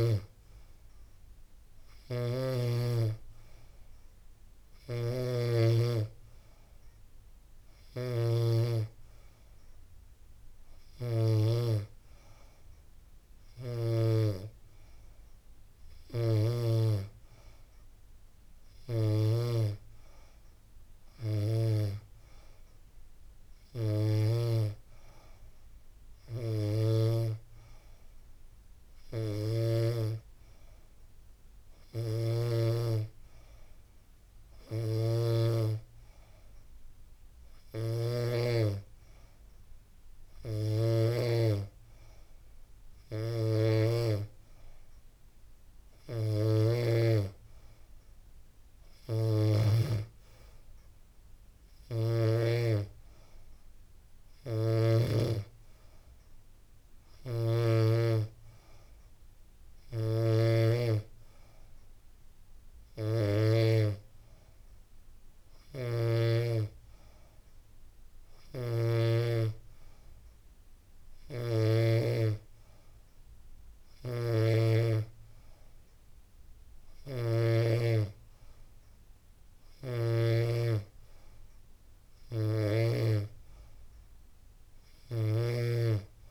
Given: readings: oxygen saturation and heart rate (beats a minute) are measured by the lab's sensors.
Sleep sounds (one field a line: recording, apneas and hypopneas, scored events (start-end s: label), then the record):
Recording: breathing in sleep by a room microphone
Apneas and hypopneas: none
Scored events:
1.00-7.50 s: snoring (device-marked)
37.00-40.50 s: snoring (device-marked)
48.50-54.50 s: snoring (device-marked)
56.50-68.50 s: snoring (device-marked)
79.00-85.00 s: snoring (device-marked)
From the record:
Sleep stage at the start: N3 (deep sleep)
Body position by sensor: on the back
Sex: female